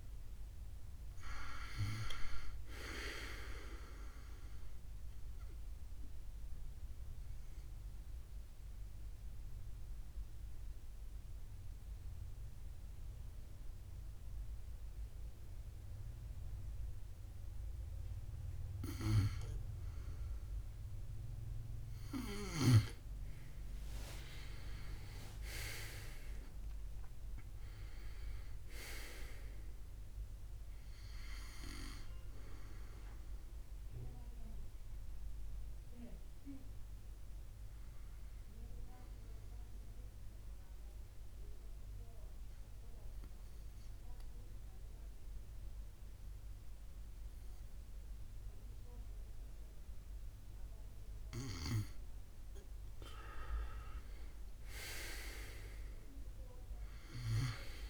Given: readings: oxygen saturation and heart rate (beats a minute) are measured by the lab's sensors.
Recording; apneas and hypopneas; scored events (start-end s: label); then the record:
breathing in sleep by a room microphone; 2
0.00-1.00 s: arousal
6.00-19.50 s: mixed apnea (oxygen 98% before, 91% lowest, heart rate 71 before, 66 extreme, up 13 after)
19.00-29.00 s: oxygen desaturation (device-marked, oxygen 94% before, 91% lowest, heart rate 71 before, 67 extreme)
23.50-28.00 s: arousal
34.50-51.00 s: obstructive apnea (oxygen 97% before, 91% lowest, heart rate 75 before, 66 extreme, up 6 after)
53.50-57.00 s: arousal
From the record:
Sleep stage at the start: N2 (light sleep); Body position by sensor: on the back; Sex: male